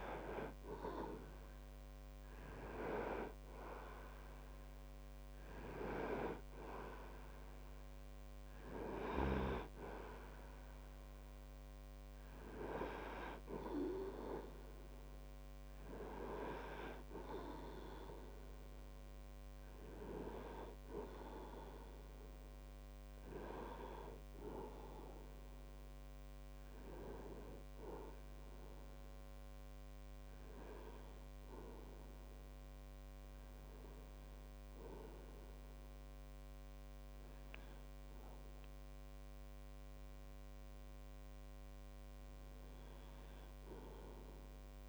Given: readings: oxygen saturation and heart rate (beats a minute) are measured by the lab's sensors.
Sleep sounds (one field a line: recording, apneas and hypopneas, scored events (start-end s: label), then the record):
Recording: breathing in sleep by a microphone on the trachea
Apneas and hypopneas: none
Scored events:
none scored
From the record:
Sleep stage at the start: N2 (light sleep)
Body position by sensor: on the right side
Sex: male